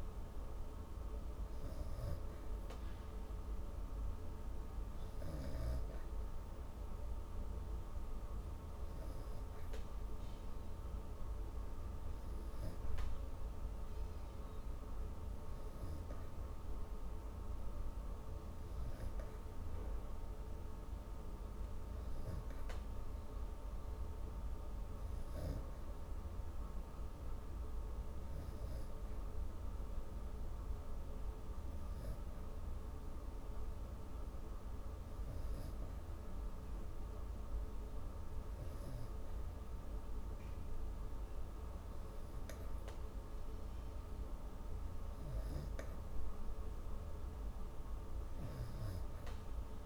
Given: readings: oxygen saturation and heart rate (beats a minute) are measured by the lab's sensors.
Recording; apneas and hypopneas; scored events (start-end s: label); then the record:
breathing in sleep, hard to hear, by a room microphone; none
none scored
From the record:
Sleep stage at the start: N2 (light sleep); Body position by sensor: on the back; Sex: female